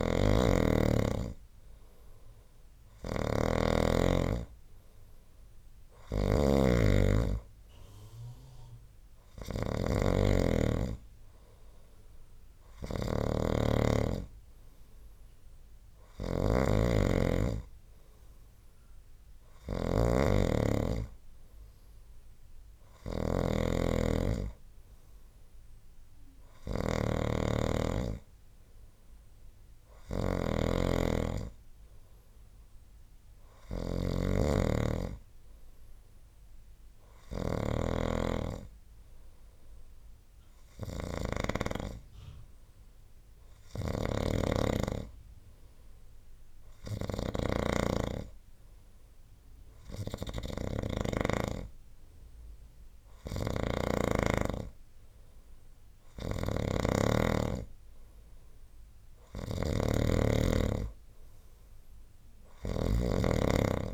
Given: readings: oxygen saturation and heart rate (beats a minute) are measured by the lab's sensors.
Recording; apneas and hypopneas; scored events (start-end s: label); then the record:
breathing in sleep by a room microphone; none
0.00-51.00 s: snoring (device-marked)
53.00-63.94 s: snoring (device-marked)
From the record:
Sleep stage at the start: N3 (deep sleep); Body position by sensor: on the right side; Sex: male